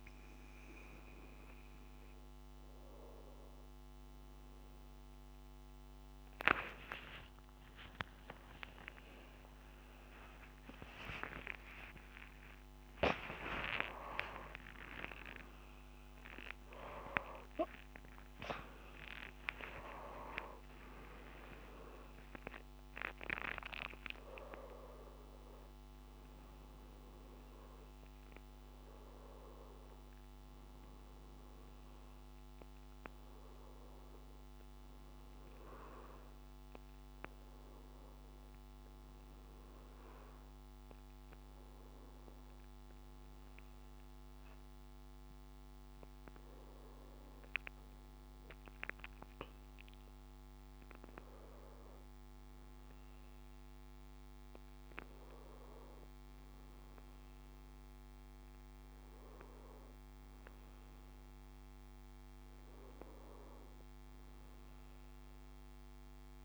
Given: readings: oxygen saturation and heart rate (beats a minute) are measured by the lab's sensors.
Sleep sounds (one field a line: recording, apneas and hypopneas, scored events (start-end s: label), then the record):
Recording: a person partly awake in a sleep study, by a microphone on the trachea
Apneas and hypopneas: none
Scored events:
8.00-38.00 s: new sleep stage, awake
38.00-66.45 s: new sleep stage, N1 (lightest sleep)
From the record:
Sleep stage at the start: N2 (light sleep)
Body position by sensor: on the right side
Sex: male